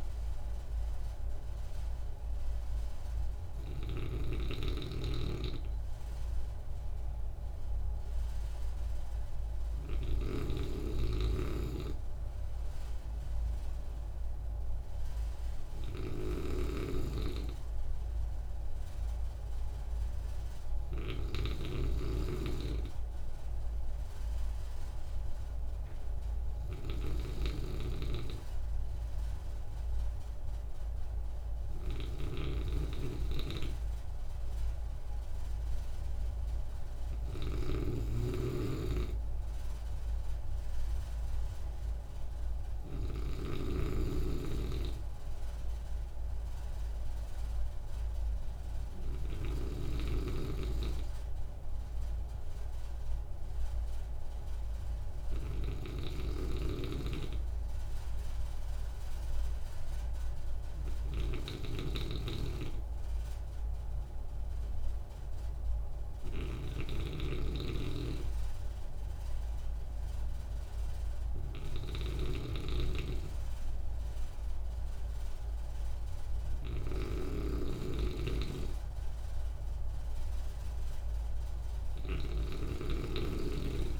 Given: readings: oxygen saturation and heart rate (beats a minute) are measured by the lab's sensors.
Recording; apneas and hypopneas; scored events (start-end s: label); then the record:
breathing in sleep by a room microphone; none
4.00-49.50 s: snoring (device-marked)
55.50-84.00 s: snoring (device-marked)
From the record:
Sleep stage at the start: N2 (light sleep); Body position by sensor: on the right side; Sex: male